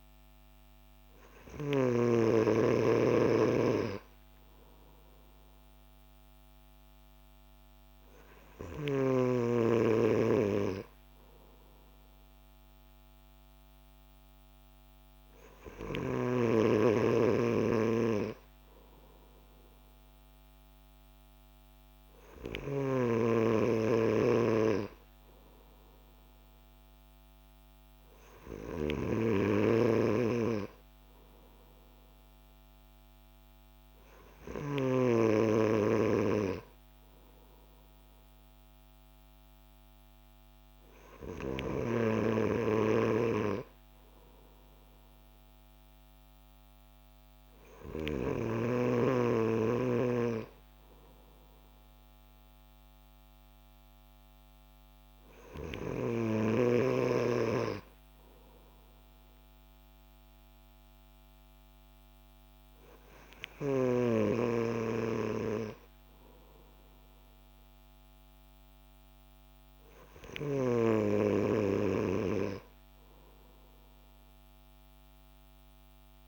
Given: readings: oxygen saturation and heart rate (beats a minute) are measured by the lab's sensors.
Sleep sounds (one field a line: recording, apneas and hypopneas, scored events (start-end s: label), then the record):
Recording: breathing in sleep by a microphone on the trachea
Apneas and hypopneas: none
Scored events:
none scored
From the record:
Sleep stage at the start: N3 (deep sleep)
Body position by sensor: on the back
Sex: male